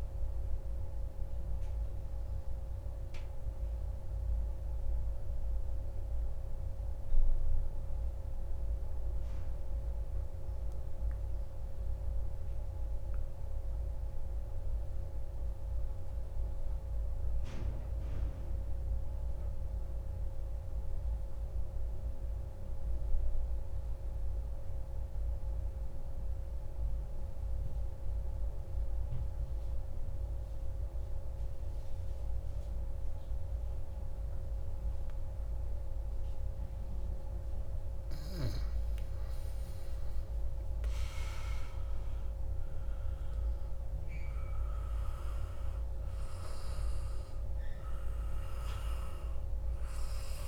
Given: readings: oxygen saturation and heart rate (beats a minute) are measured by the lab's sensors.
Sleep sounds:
breathing in sleep, hard to hear, by a room microphone; 1
3.00-37.50 s: obstructive apnea (oxygen 98% before, 92% lowest)
34.50-50.48 s: oxygen desaturation (device-marked, oxygen 98% before, 92% lowest)
39.00-43.50 s: arousal
From the record:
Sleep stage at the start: N2 (light sleep); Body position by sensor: on the back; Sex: male

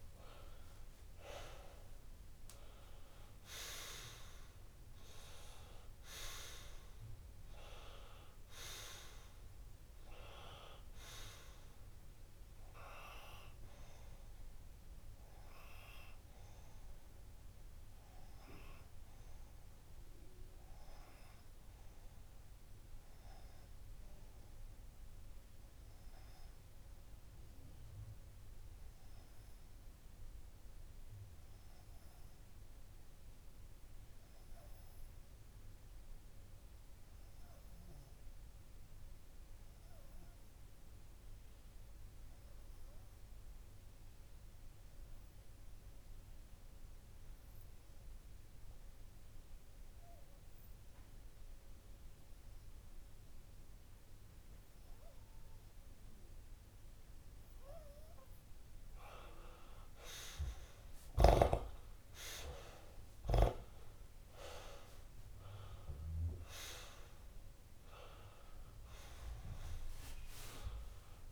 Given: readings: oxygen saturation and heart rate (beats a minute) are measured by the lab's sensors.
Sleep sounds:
breathing in sleep by a room microphone; 1
0.00-9.00 s: oxygen desaturation (device-marked, oxygen 90% lowest)
24.50-57.00 s: obstructive apnea (oxygen 95% before, 92% lowest)
50.00-71.32 s: oxygen desaturation (device-marked, oxygen 99% before, 94% lowest)
60.50-64.50 s: arousal
From the record:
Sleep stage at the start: N2 (light sleep); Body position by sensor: on the left side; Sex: male

